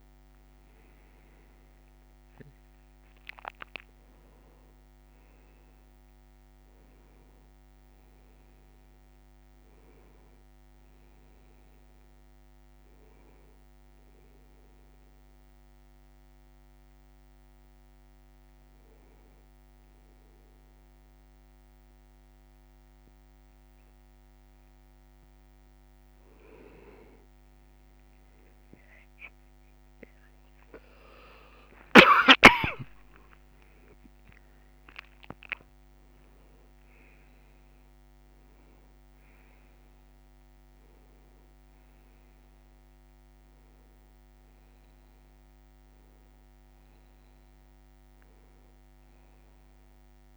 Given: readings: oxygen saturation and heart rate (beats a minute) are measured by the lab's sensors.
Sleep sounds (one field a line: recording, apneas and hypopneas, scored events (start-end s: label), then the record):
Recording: breathing in sleep by a microphone on the trachea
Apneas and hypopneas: 1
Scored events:
5.00-15.00 s: oxygen desaturation (device-marked, oxygen 97% before, 93% lowest, heart rate 73 before, 71 extreme)
14.00-25.50 s: hypopnea (oxygen 97% before, 93% lowest, heart rate 75 before, 71 extreme, up 16 after)
29.50-34.00 s: arousal
40.00-50.37 s: oxygen desaturation (device-marked, oxygen 97% before, 93% lowest, heart rate 79 before, 72 extreme)
From the record:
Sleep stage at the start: N1 (lightest sleep)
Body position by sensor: on the back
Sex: male